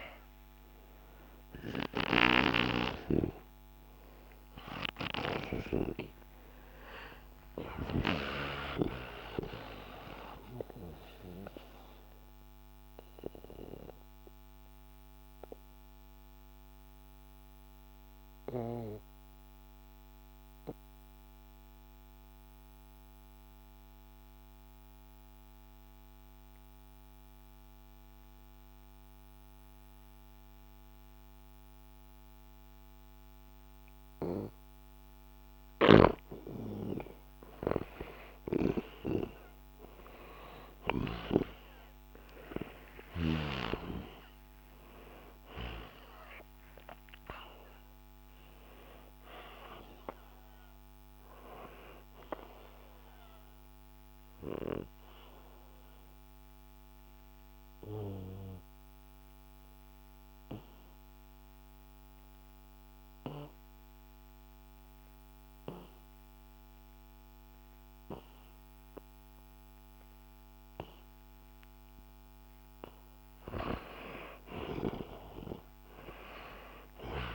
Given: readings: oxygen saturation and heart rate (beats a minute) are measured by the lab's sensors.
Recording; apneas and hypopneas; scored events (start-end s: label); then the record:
breathing in sleep by a microphone on the trachea; 2
1.00-13.00 s: oxygen desaturation (device-marked, oxygen 96% before, 91% lowest, heart rate 71 before, 66 extreme)
2.50-7.50 s: snoring (device-marked)
9.00-36.00 s: mixed apnea (oxygen 97% before, 89% lowest, heart rate 78 before, 65 extreme, up 11 after)
39.50-44.50 s: arousal
44.00-63.00 s: oxygen desaturation (device-marked, oxygen 99% before, 90% lowest, heart rate 68 before, 63 extreme)
53.50-72.00 s: obstructive apnea (oxygen 99% before, 89% lowest, heart rate 71 before, 63 extreme, up 20 after)
76.00-77.35 s: arousal
76.00-77.35 s: oxygen desaturation (device-marked, oxygen 98% before, 89% lowest, heart rate 67 before, 64 extreme)
From the record:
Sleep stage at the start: N1 (lightest sleep); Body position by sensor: on the back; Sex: male